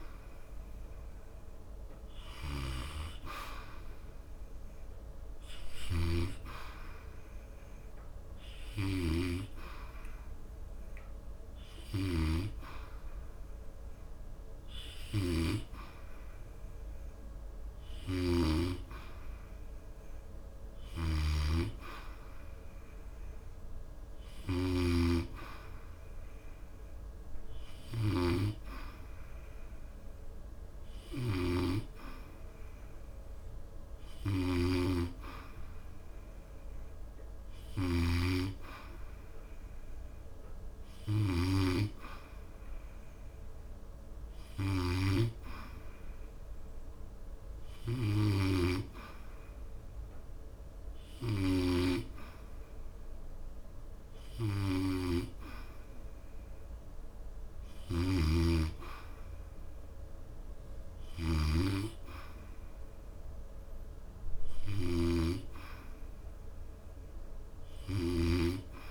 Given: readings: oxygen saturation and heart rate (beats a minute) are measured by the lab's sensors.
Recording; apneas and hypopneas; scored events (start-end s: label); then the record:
breathing in sleep by a room microphone; none
none scored
From the record:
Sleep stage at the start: N2 (light sleep); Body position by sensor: on the back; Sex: male